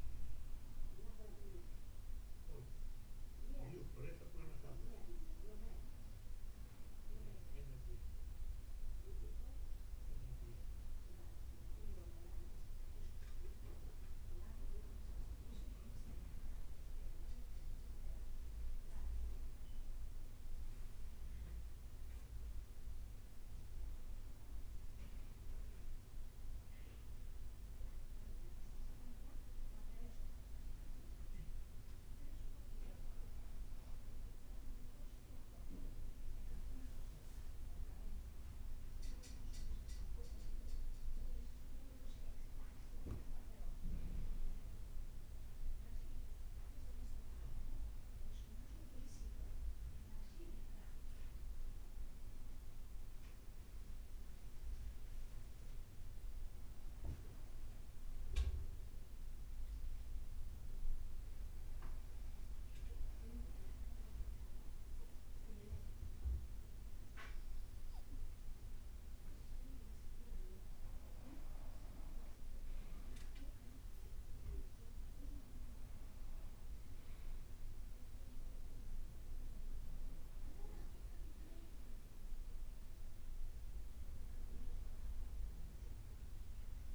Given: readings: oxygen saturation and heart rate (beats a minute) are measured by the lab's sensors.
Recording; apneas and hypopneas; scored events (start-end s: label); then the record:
breathing in sleep by a room microphone; 1
2.50-11.00 s: leg movement (device-marked)
12.00-18.50 s: leg movement (device-marked)
21.50-31.50 s: leg movement (device-marked)
35.00-41.50 s: leg movement (device-marked)
57.00-70.00 s: obstructive apnea (oxygen 95% before, 92% lowest, heart rate 60 before, 57 extreme, up 2 after)
61.50-70.50 s: leg movement (device-marked)
73.50-77.00 s: arousal
From the record:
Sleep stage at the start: N2 (light sleep); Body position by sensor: on the back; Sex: male